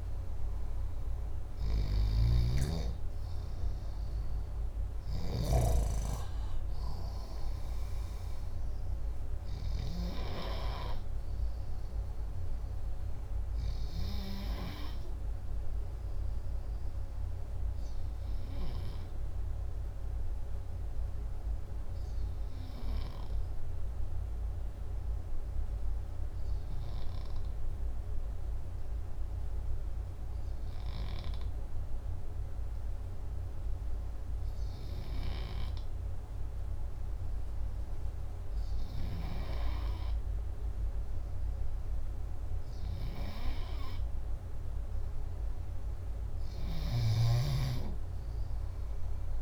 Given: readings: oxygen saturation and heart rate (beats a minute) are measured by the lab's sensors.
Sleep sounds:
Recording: breathing in sleep by a room microphone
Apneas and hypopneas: 1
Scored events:
0.00-16.50 s: oxygen desaturation (device-marked, oxygen 94% lowest, heart rate 59 extreme)
1.00-5.00 s: snoring (device-marked)
17.50-42.00 s: hypopnea (oxygen 97% before, 93% lowest, heart rate 61 before, 59 extreme, up 1 after)
From the record:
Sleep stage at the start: N2 (light sleep)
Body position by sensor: upright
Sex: male

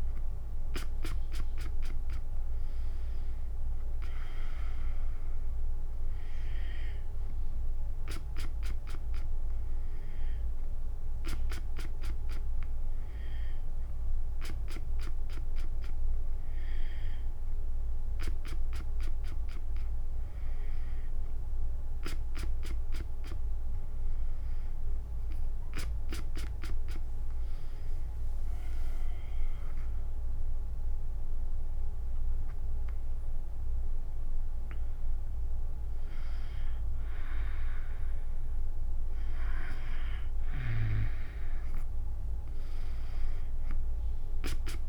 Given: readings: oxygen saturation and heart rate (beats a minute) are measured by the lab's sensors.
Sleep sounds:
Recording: breathing in sleep by a room microphone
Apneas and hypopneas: none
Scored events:
27.50-31.00 s: arousal
27.50-38.50 s: drop in pulse transit time (device-marked, heart rate 78 before, 78 extreme)
From the record:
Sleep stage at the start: N2 (light sleep)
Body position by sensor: on the back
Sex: female

